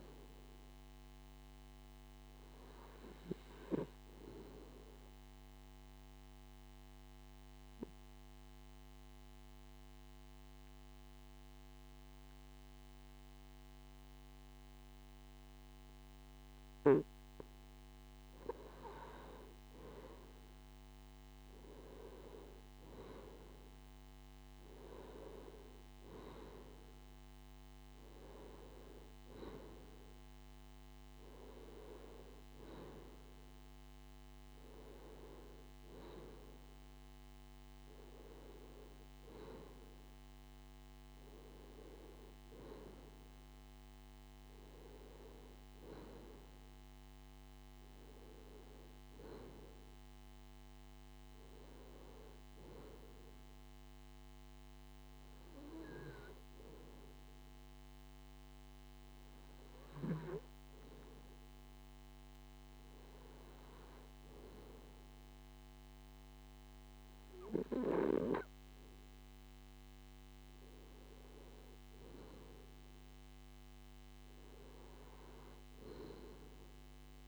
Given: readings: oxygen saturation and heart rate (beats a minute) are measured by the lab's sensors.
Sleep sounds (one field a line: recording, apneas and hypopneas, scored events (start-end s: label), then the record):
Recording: breathing in sleep by a microphone on the trachea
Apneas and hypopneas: 2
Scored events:
5.50-18.00 s: obstructive apnea (oxygen 96% before, 92% lowest)
20.00-23.00 s: arousal
51.00-53.00 s: arousal
56.50-70.50 s: hypopnea (oxygen 96% before, 94% lowest, heart rate 95 before, 29 extreme)
72.50-76.50 s: arousal
From the record:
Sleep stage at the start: N2 (light sleep)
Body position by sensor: on the left side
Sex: male